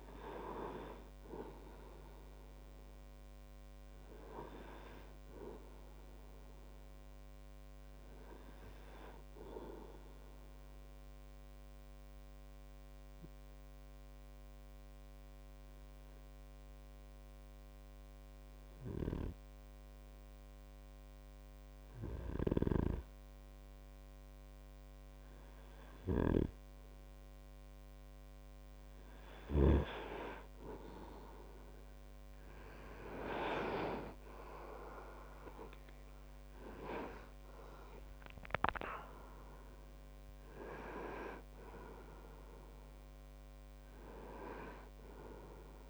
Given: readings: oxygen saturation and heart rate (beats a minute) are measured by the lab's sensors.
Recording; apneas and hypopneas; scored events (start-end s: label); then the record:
breathing in sleep by a microphone on the trachea; 1
4.50-8.00 s: arousal
11.50-26.50 s: obstructive apnea (oxygen 98% before, 95% lowest)
22.50-30.00 s: snoring (device-marked)
34.50-39.00 s: arousal
From the record:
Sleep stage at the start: N2 (light sleep); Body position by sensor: on the right side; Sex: male